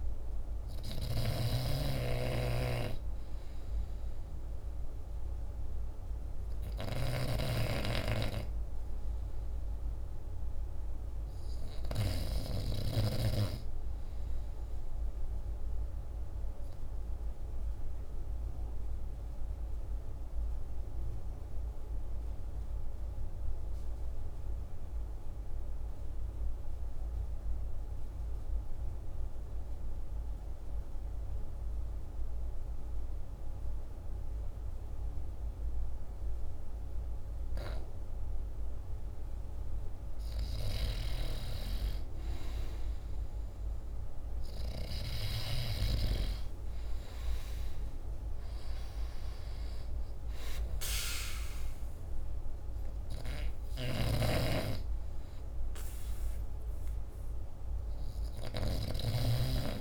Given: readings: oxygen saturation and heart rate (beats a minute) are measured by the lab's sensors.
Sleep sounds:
breathing in sleep by a room microphone; 1
0.00-13.00 s: snoring (device-marked)
0.00-16.50 s: oxygen desaturation (device-marked, oxygen 81% lowest, heart rate 50 extreme)
0.50-59.81 s: new sleep stage, REM sleep
17.00-38.50 s: obstructive apnea (oxygen 96% before, 79% lowest, heart rate 59 before, 50 extreme, up 12 after)
43.00-46.50 s: arousal
43.50-59.81 s: oxygen desaturation (device-marked, oxygen 96% before, 79% lowest, heart rate 53 before, 52 extreme)
53.50-59.00 s: snoring (device-marked)
From the record:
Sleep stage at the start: N2 (light sleep); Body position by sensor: on the back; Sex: male

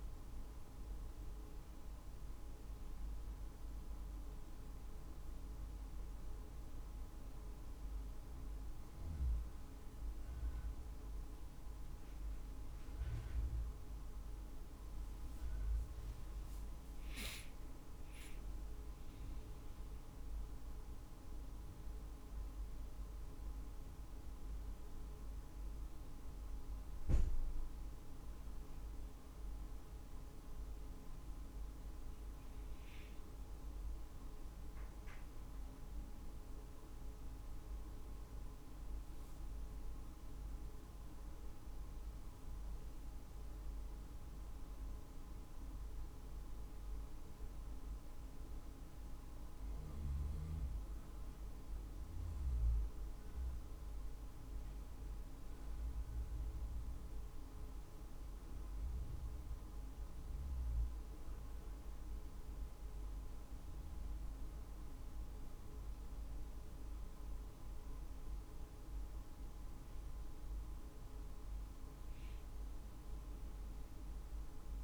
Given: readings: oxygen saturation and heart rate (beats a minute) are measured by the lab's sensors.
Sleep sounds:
a person awake in a sleep study, hard to hear, by a room microphone; none
none scored
From the record:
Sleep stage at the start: awake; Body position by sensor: on the right side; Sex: male

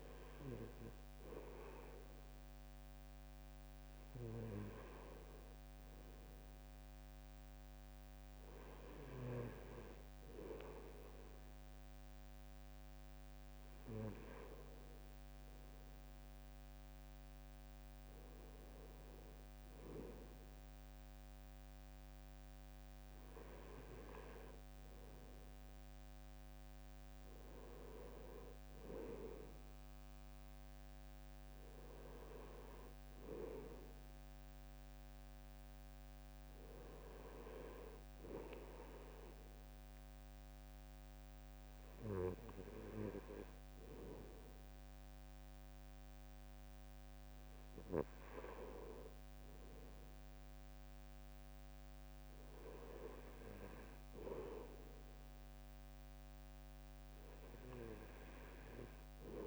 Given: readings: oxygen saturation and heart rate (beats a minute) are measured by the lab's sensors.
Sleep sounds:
breathing in sleep by a microphone on the trachea; none
none scored
From the record:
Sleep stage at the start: N2 (light sleep); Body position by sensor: on the right side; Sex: male

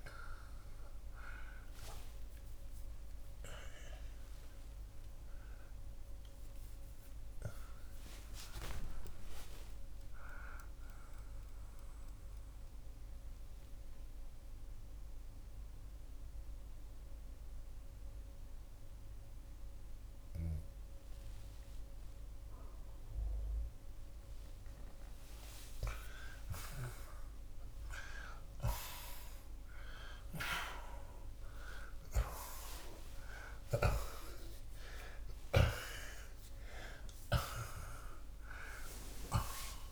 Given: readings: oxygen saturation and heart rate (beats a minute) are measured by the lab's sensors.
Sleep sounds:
breathing in sleep by a room microphone; 1
10.50-25.50 s: obstructive apnea (oxygen 92% before, 81% lowest, heart rate 113 before, 60 extreme, up 11 after)
14.00-28.00 s: oxygen desaturation (device-marked, oxygen 89% before, 82% lowest, heart rate 109 before, 60 extreme)
29.00-34.50 s: arousal
From the record:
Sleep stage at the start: N2 (light sleep); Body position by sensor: on the back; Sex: male

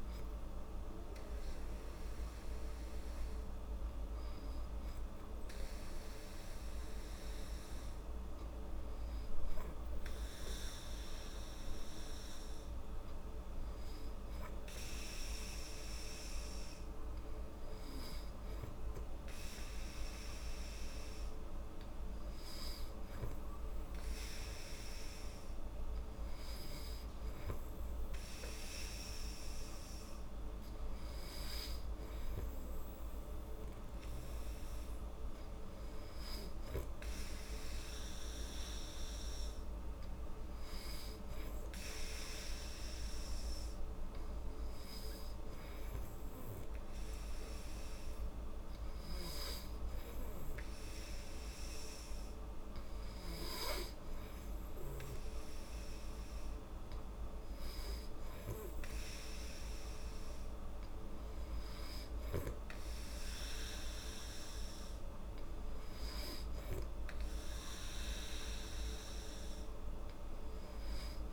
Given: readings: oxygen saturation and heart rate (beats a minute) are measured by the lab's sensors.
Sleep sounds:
breathing in sleep, hard to hear, by a room microphone; 1
38.50-53.00 s: hypopnea (oxygen 96% before, 93% lowest, heart rate 75 before, 73 extreme, up 1 after)
54.50-58.00 s: arousal
From the record:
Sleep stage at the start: N2 (light sleep); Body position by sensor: on the back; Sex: female

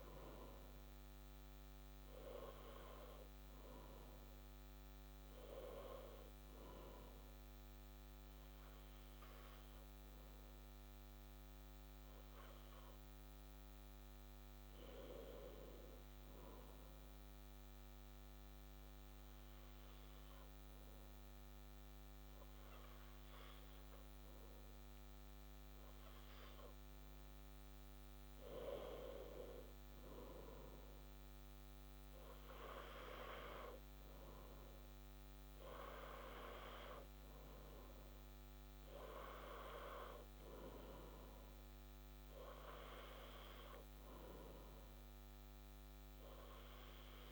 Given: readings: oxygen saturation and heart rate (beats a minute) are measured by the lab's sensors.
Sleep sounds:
breathing in sleep by a microphone on the trachea; 1
16.00-27.00 s: obstructive apnea (oxygen 98% before, 95% lowest)
29.00-32.50 s: arousal
From the record:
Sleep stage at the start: N2 (light sleep); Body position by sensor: on the back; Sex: male

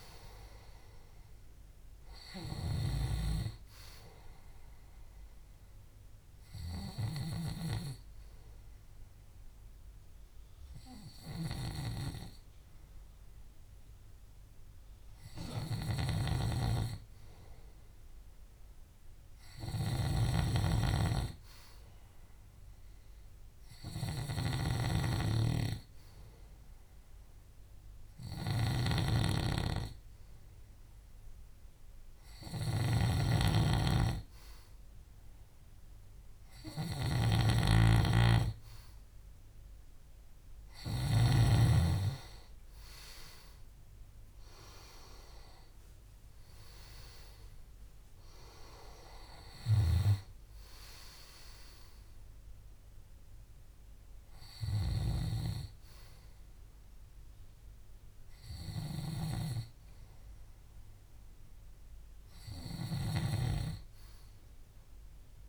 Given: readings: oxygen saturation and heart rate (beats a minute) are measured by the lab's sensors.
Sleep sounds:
breathing in sleep by a room microphone; 2
2.50-7.50 s: snoring (device-marked)
6.00-16.00 s: hypopnea (oxygen 95% before, 93% lowest, heart rate 69 before, 64 extreme, up 3 after)
16.00-41.50 s: snoring (device-marked)
19.50-22.50 s: arousal
28.00-40.50 s: hypopnea (oxygen 97% before, 93% lowest, heart rate 66 before, 63 extreme, up 4 after)
43.50-47.50 s: arousal
49.50-65.49 s: snoring (device-marked)
From the record:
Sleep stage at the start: N2 (light sleep); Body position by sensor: on the back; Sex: male

